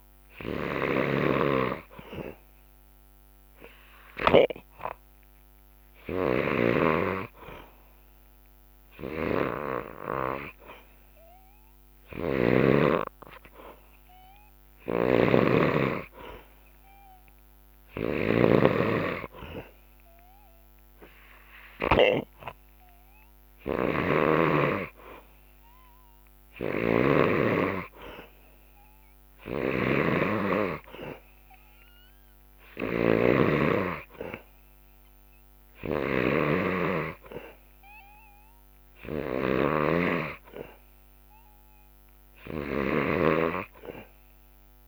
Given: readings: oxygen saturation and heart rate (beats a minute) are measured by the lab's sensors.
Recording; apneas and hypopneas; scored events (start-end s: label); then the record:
breathing in sleep by a microphone on the trachea; none
0.00-12.50 s: snoring (device-marked)
14.50-43.00 s: snoring (device-marked)
30.00-44.88 s: drop in pulse transit time (device-marked, heart rate 66 before, 65 extreme)
From the record:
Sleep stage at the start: N2 (light sleep); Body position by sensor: on the back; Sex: male